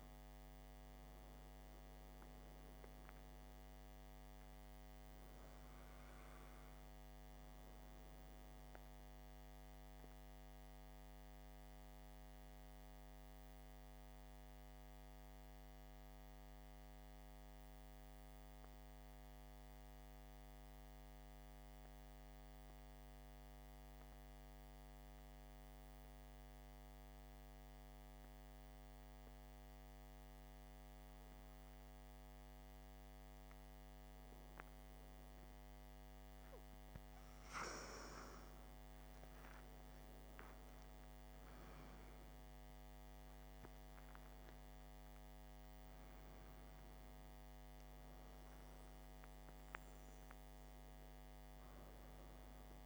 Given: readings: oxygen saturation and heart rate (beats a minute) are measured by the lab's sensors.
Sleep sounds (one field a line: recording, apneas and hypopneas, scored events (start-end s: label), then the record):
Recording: breathing in sleep, hard to hear, by a microphone on the trachea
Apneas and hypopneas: 1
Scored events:
0.00-4.00 s: oxygen desaturation (device-marked, oxygen 92% lowest, heart rate 52 extreme)
11.50-36.00 s: hypopnea (oxygen 95% before, 91% lowest, heart rate 60 before, 51 extreme, up 8 after)
36.00-52.86 s: oxygen desaturation (device-marked, oxygen 97% before, 93% lowest, heart rate 56 before, 51 extreme)
38.50-42.00 s: arousal
From the record:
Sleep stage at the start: N2 (light sleep)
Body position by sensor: on the back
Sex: male